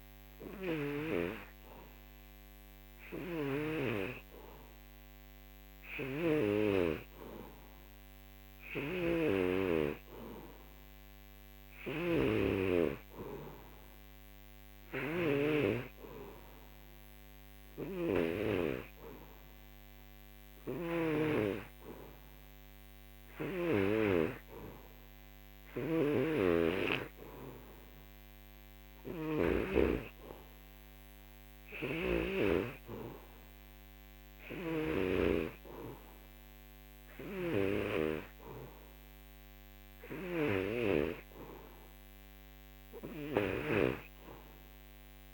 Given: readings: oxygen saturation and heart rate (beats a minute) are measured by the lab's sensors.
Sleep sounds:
breathing in sleep by a microphone on the trachea; none
0.00-1.00 s: snoring (device-marked)
3.00-18.50 s: snoring (device-marked)
20.50-29.50 s: snoring (device-marked)
31.50-43.50 s: snoring (device-marked)
From the record:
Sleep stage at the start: N3 (deep sleep); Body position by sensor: on the back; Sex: male

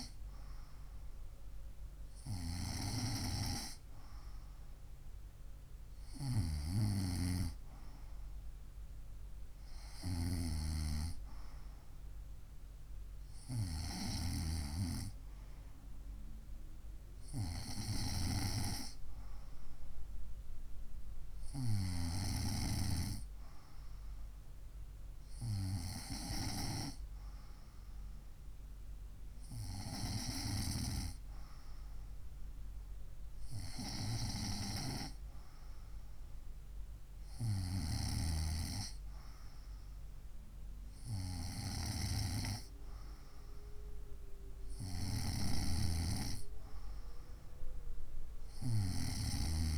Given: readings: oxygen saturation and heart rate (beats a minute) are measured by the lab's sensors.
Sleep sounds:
breathing in sleep by a room microphone; none
none scored
From the record:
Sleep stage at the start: N2 (light sleep); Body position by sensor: on the right side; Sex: female

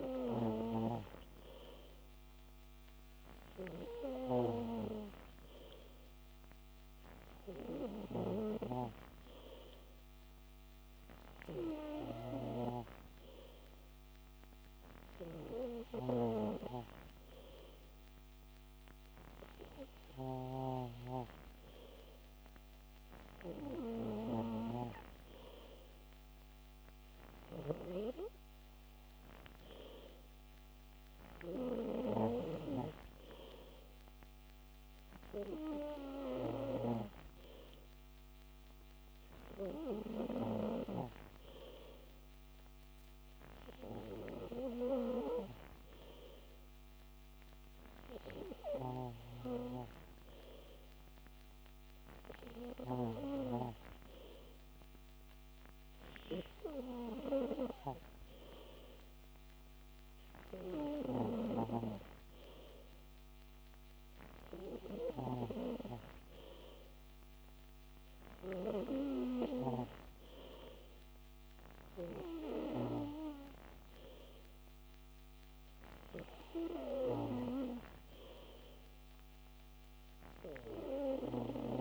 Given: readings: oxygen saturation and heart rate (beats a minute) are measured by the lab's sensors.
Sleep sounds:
breathing in sleep by a microphone on the trachea; none
none scored
From the record:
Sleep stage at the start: N3 (deep sleep); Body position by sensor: on the back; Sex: male

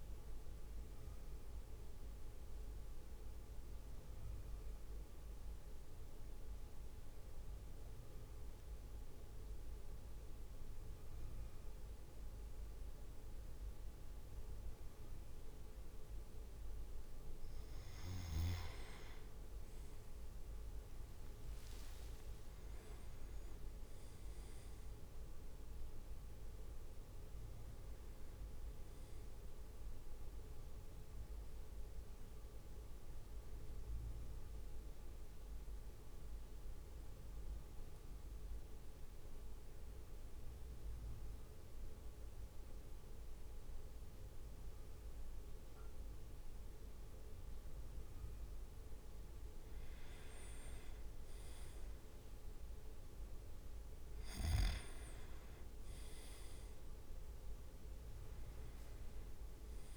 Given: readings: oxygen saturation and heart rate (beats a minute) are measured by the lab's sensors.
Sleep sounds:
breathing in sleep, hard to hear, by a room microphone; 2
1.50-11.50 s: oxygen desaturation (device-marked, oxygen 96% before, 92% lowest, heart rate 57 before, 54 extreme)
3.50-18.50 s: central apnea (oxygen 99% before, 92% lowest, heart rate 57 before, 52 extreme, up 7 after)
19.50-22.50 s: leg movement (device-marked)
20.50-32.50 s: drop in pulse transit time (device-marked, heart rate 57 before, 55 extreme)
23.50-28.00 s: arousal
35.50-48.50 s: central apnea (oxygen 100% before, 95% lowest, heart rate 59 before, 51 extreme, up 5 after)
54.00-58.50 s: arousal
57.50-59.97 s: drop in pulse transit time (device-marked, heart rate 55 before, 52 extreme)
57.50-59.97 s: leg movement (device-marked)
From the record:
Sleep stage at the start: N2 (light sleep); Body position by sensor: on the back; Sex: male

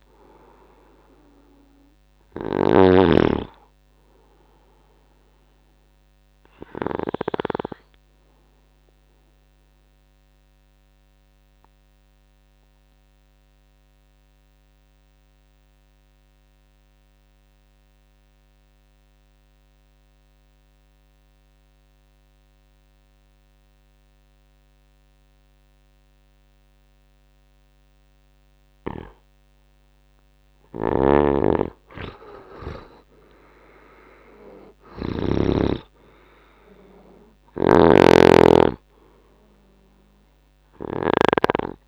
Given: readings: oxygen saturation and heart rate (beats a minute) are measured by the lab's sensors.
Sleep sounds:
breathing in sleep by a microphone on the trachea; 1
0.00-3.00 s: snoring (device-marked)
8.00-28.00 s: obstructive apnea (oxygen 96% before, 86% lowest, heart rate 81 before, 61 extreme, up 23 after)
28.50-41.88 s: oxygen desaturation (device-marked, oxygen 97% before, 86% lowest, heart rate 67 before, 61 extreme)
30.50-35.50 s: arousal
30.50-41.00 s: snoring (device-marked)
From the record:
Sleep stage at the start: N2 (light sleep); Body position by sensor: on the right side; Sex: male

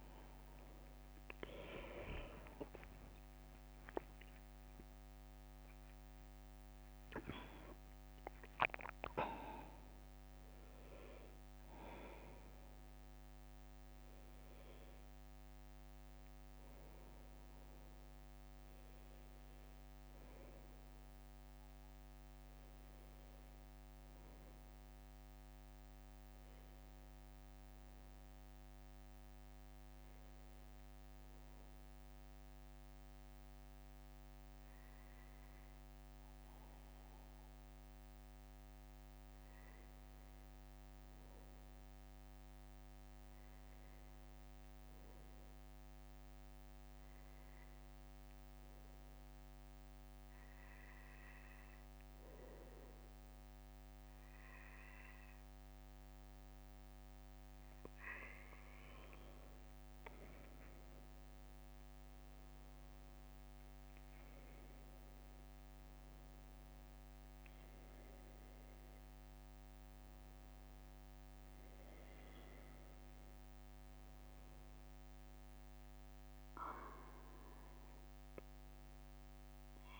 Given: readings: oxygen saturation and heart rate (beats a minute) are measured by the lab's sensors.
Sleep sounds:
breathing in sleep by a microphone on the trachea; 1
0.00-5.50 s: leg movement (device-marked)
0.00-13.00 s: oxygen desaturation (device-marked, oxygen 87% lowest, heart rate 65 extreme)
5.00-79.99 s: new sleep stage, N1 (lightest sleep)
7.00-8.50 s: leg movement (device-marked)
37.50-41.50 s: arousal
45.00-58.00 s: hypopnea (oxygen 99% before, 95% lowest, heart rate 66 before, 65 extreme, up 2 after)
60.00-63.00 s: arousal
From the record:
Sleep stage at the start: N2 (light sleep); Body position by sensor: on the back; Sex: male

